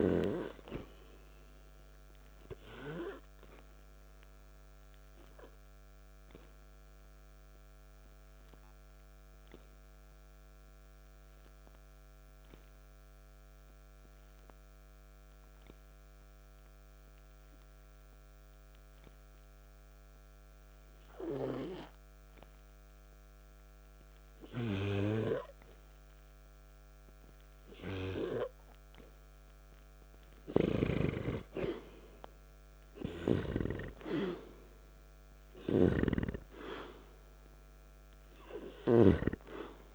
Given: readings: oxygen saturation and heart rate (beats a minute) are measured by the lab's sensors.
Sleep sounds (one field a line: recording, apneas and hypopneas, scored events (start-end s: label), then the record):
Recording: breathing in sleep by a microphone on the trachea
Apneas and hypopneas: 1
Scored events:
2.50-29.50 s: obstructive apnea (oxygen 97% before, 87% lowest, heart rate 54 before, 52 extreme, up 5 after)
12.50-30.50 s: oxygen desaturation (device-marked, oxygen 96% before, 87% lowest, heart rate 56 before, 52 extreme)
31.00-34.00 s: arousal
37.50-39.95 s: oxygen desaturation (device-marked, oxygen 96% before, 87% lowest, heart rate 55 before, 52 extreme)
From the record:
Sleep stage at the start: N2 (light sleep)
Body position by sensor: on the back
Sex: male